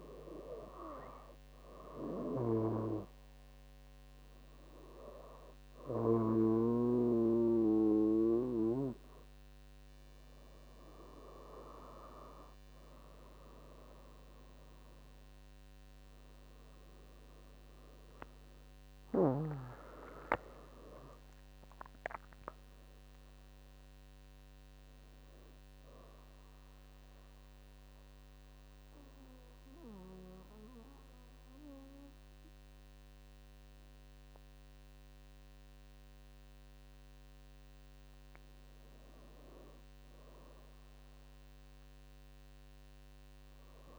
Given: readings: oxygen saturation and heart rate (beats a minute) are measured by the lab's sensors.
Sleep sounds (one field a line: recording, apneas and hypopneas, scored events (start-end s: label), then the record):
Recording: breathing in sleep by a microphone on the trachea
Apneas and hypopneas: 1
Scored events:
1.50-24.50 s: oxygen desaturation (device-marked, oxygen 96% before, 93% lowest, heart rate 69 before, 66 extreme)
12.50-42.50 s: new sleep stage, N1 (lightest sleep)
18.50-22.50 s: arousal
26.50-37.50 s: central apnea (oxygen 96% before, 94% lowest, heart rate 71 before, 64 extreme, up 7 after)
42.50-43.99 s: new sleep stage, N2 (light sleep)
From the record:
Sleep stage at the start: N2 (light sleep)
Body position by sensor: on the back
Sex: female